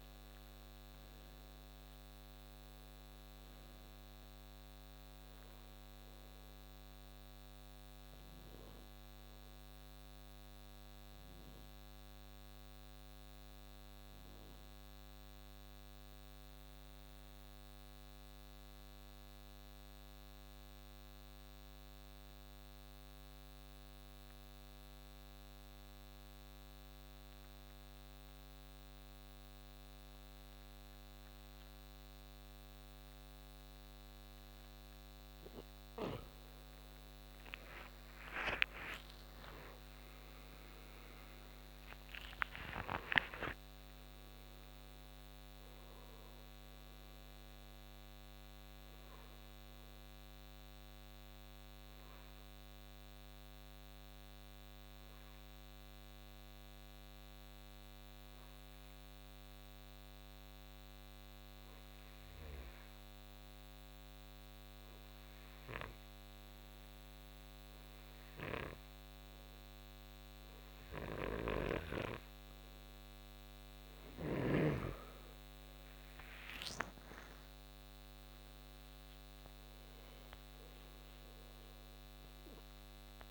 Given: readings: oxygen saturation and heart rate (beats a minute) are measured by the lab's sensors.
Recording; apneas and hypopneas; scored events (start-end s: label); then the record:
breathing in sleep by a microphone on the trachea; 2
0.00-2.00 s: arousal
0.00-24.00 s: oxygen desaturation (device-marked, oxygen 81% lowest, heart rate 64 extreme)
9.50-34.50 s: obstructive apnea (oxygen 98% before, 80% lowest, heart rate 77 before, 63 extreme, up 39 after)
29.00-59.00 s: oxygen desaturation (device-marked, oxygen 98% before, 80% lowest, heart rate 67 before, 63 extreme)
37.50-43.50 s: arousal
51.50-74.00 s: obstructive apnea (oxygen 98% before, 80% lowest, heart rate 87 before, 65 extreme, up 9 after)
72.00-83.31 s: oxygen desaturation (device-marked, oxygen 98% before, 87% lowest, heart rate 67 before, 66 extreme)
75.00-79.50 s: arousal
From the record:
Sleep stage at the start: N2 (light sleep); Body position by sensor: on the back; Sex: male